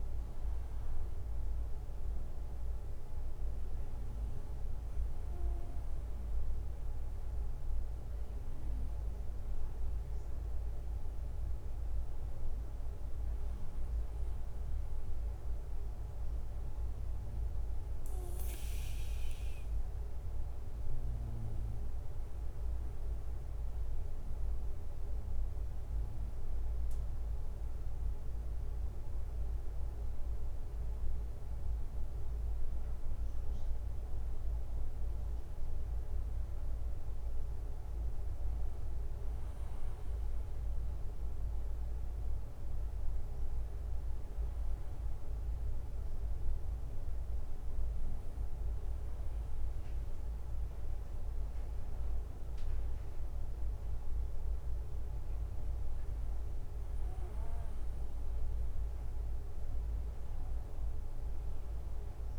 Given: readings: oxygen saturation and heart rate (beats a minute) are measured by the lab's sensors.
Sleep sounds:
breathing in sleep, hard to hear, by a room microphone; 1
14.00-25.00 s: hypopnea (oxygen 95% before, 93% lowest, heart rate 70 before, 65 extreme, up 5 after)
28.50-33.00 s: arousal
From the record:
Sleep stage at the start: N2 (light sleep); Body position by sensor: on the right side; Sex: male

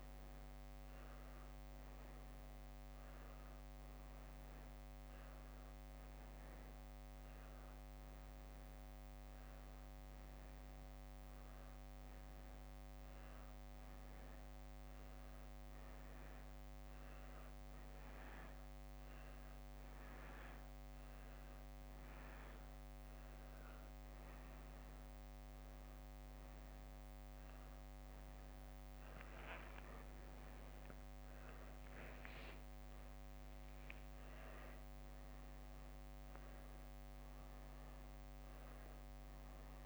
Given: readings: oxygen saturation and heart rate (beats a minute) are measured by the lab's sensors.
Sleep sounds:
a person awake in a sleep study, hard to hear, by a microphone on the trachea; none
0.00-4.00 s: leg movement (device-marked)
8.50-13.50 s: leg movement (device-marked)
17.50-22.00 s: leg movement (device-marked)
25.50-30.00 s: leg movement (device-marked)
32.00-38.00 s: leg movement (device-marked)
From the record:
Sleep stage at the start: awake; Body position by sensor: on the back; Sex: female

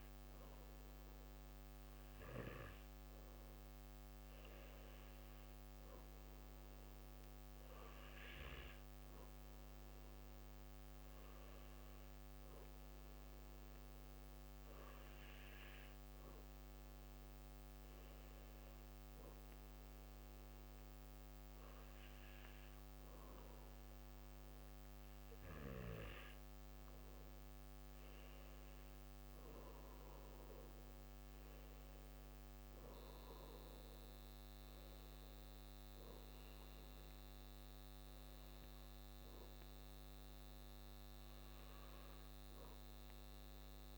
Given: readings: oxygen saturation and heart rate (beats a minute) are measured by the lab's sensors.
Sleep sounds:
breathing in sleep, hard to hear, by a microphone on the trachea; none
none scored
From the record:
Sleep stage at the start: N2 (light sleep); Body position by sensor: on the back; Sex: male

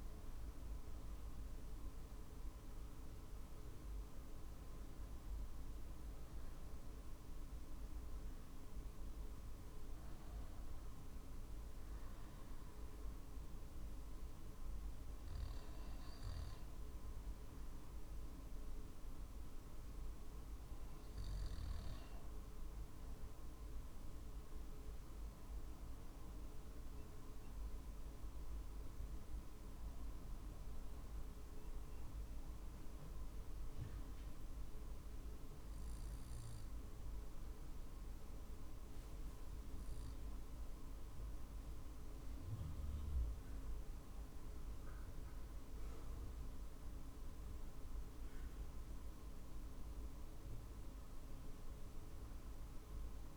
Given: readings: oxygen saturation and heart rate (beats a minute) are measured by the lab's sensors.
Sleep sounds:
breathing in sleep, hard to hear, by a room microphone; 1
0.00-12.00 s: drop in pulse transit time (device-marked, heart rate 50 extreme)
20.00-38.00 s: oxygen desaturation (device-marked, oxygen 93% before, 86% lowest, heart rate 51 before, 49 extreme)
25.00-53.37 s: new sleep stage, N2 (light sleep)
29.00-41.00 s: obstructive apnea (oxygen 94% before, 86% lowest, heart rate 49 before, 49 extreme, up 1 after)
42.50-46.50 s: arousal
From the record:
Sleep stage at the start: N1 (lightest sleep); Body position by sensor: on the back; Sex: male

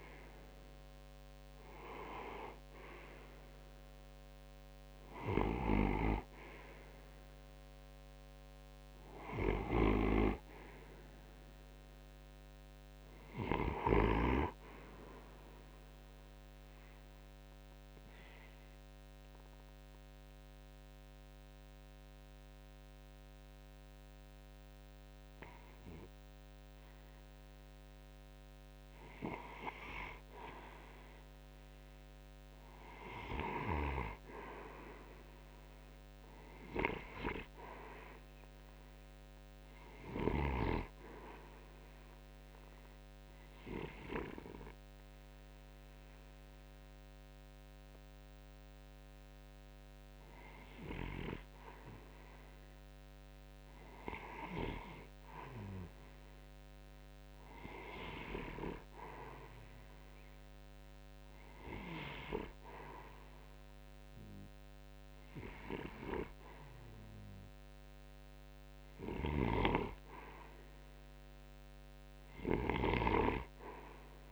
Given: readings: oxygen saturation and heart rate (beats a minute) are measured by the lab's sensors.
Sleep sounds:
breathing in sleep by a microphone on the trachea; 2
0.00-14.00 s: oxygen desaturation (device-marked, oxygen 86% lowest)
16.00-28.00 s: obstructive apnea (oxygen 93% before, 84% lowest)
30.00-33.50 s: arousal
33.00-56.00 s: oxygen desaturation (device-marked, oxygen 94% before, 85% lowest)
41.50-53.50 s: obstructive apnea (oxygen 94% before, 84% lowest)
56.00-60.50 s: arousal
62.00-74.31 s: oxygen desaturation (device-marked, oxygen 91% before, 84% lowest)
From the record:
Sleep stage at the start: REM sleep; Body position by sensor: on the right side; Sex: male

